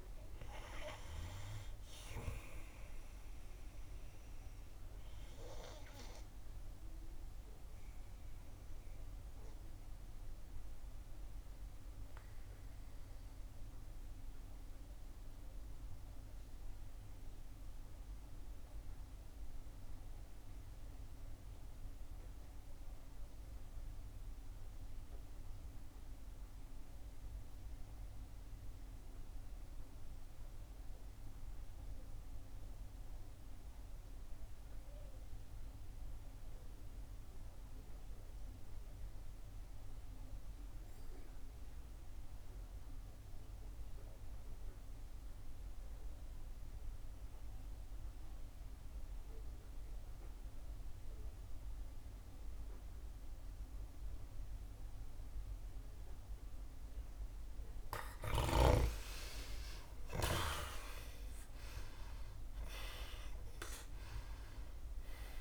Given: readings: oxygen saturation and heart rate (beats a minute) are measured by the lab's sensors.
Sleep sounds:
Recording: breathing in sleep by a room microphone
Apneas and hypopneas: 1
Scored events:
0.00-24.50 s: oxygen desaturation (device-marked, oxygen 79% lowest, heart rate 62 extreme)
5.00-58.00 s: obstructive apnea (oxygen 95% before, 74% lowest, heart rate 73 before, 62 extreme, up 13 after)
14.50-16.50 s: long interval between heartbeats (device-marked, heart rate 69 before, 64 extreme)
41.50-65.41 s: oxygen desaturation (device-marked, oxygen 96% before, 74% lowest, heart rate 65 before, 62 extreme)
59.00-64.50 s: arousal
From the record:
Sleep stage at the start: N2 (light sleep)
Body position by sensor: on the back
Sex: female

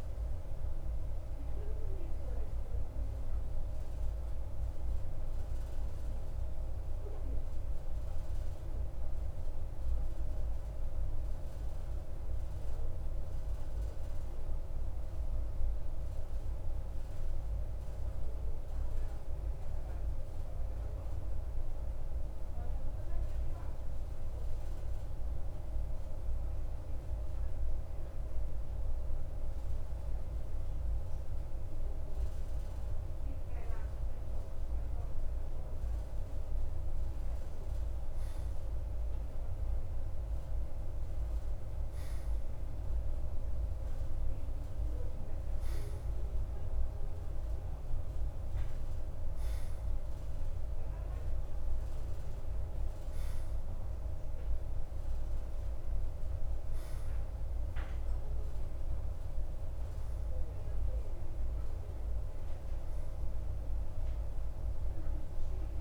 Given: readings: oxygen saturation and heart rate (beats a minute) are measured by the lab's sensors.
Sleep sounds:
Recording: breathing in sleep, hard to hear, by a room microphone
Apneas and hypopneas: 1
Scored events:
0.00-1.50 s: arousal
4.50-33.50 s: obstructive apnea (oxygen 94% before, 92% lowest, heart rate 55 before, 52 extreme, up 0 after)
35.50-40.00 s: arousal
37.50-46.50 s: oxygen desaturation (device-marked, oxygen 97% before, 94% lowest, heart rate 54 before, 53 extreme)
From the record:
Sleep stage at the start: N2 (light sleep)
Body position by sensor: on the right side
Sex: male

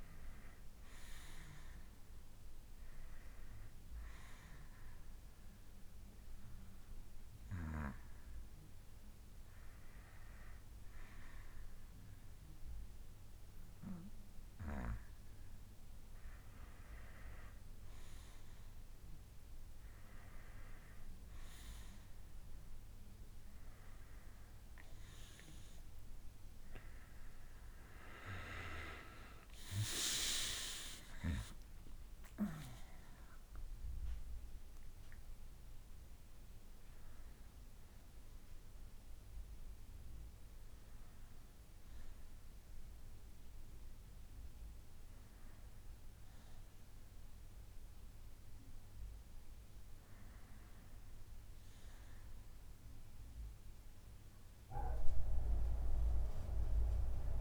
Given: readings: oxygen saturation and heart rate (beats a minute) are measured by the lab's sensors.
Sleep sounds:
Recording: breathing in sleep by a room microphone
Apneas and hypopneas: 1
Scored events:
0.00-9.00 s: oxygen desaturation (device-marked, oxygen 89% lowest, heart rate 56 extreme)
4.50-16.50 s: hypopnea (oxygen 93% before, 89% lowest, heart rate 68 before, 56 extreme, up 9 after)
6.00-8.00 s: bradycardia (device-marked, heart rate 68 before, 65 extreme)
18.00-20.00 s: bradycardia (device-marked, heart rate 68 before, 63 extreme)
22.00-24.00 s: bradycardia (device-marked, heart rate 68 before, 58 extreme)
26.00-28.00 s: bradycardia (device-marked, heart rate 68 before, 59 extreme)
28.00-32.00 s: arousal
30.00-32.00 s: bradycardia (device-marked, heart rate 68 before, 59 extreme)
34.00-36.00 s: bradycardia (device-marked, heart rate 68 before, 58 extreme)
38.00-41.00 s: bradycardia (device-marked, heart rate 68 before, 58 extreme)
42.00-45.00 s: bradycardia (device-marked, heart rate 68 before, 57 extreme)
From the record:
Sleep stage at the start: N2 (light sleep)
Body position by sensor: on the back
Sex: male

